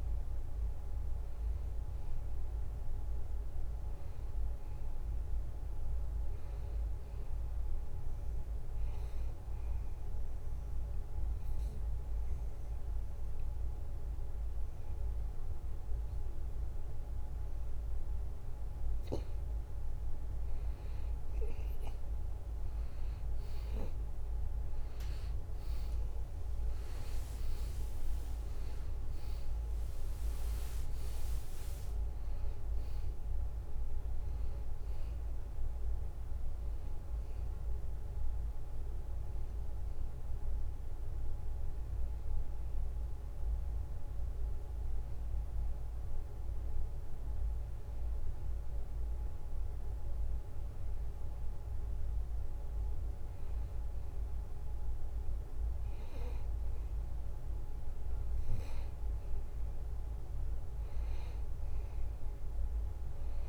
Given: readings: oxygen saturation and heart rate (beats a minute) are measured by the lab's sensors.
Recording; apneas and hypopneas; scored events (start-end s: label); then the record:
breathing in sleep, hard to hear, by a room microphone; 2
0.00-2.50 s: arousal
9.00-20.00 s: obstructive apnea (oxygen 94% before, 88% lowest, heart rate 73 before, 72 extreme, up 2 after)
22.50-27.00 s: arousal
25.50-44.50 s: oxygen desaturation (device-marked, oxygen 93% before, 88% lowest, heart rate 73 before, 71 extreme)
29.50-41.50 s: drop in pulse transit time (device-marked, heart rate 73 before, 75 extreme)
41.50-57.50 s: hypopnea (oxygen 93% before, 88% lowest, heart rate 76 before, 71 extreme, up 1 after)
61.50-63.49 s: arousal
From the record:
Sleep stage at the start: N2 (light sleep); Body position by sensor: on the back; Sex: male